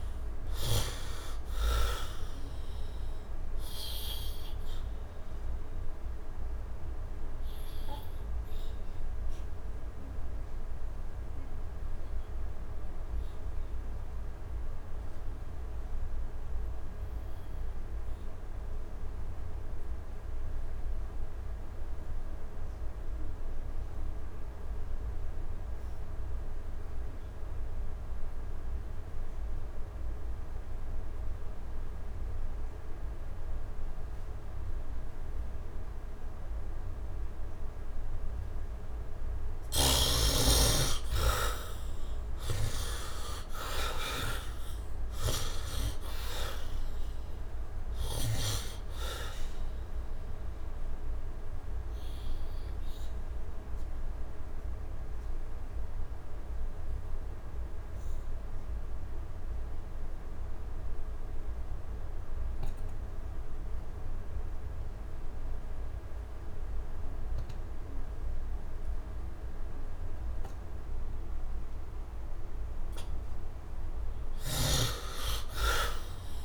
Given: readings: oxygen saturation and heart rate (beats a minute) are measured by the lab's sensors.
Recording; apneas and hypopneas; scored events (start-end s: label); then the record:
breathing in sleep by a room microphone; 2
0.00-20.50 s: oxygen desaturation (device-marked, oxygen 48% lowest, heart rate 64 extreme)
6.50-37.50 s: obstructive apnea (oxygen 98% before, 48% lowest, heart rate 81 before, 65 extreme, up 13 after)
29.50-66.50 s: oxygen desaturation (device-marked, oxygen 98% before, 48% lowest, heart rate 73 before, 60 extreme)
41.00-45.50 s: arousal
54.00-72.00 s: obstructive apnea (oxygen 98% before, 48% lowest, heart rate 79 before, 60 extreme, up 14 after)
68.50-76.45 s: oxygen desaturation (device-marked, oxygen 99% before, 58% lowest, heart rate 72 before, 60 extreme)
73.50-76.45 s: arousal
74.00-76.45 s: snoring (device-marked)
From the record:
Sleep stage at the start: N2 (light sleep); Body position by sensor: on the right side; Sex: male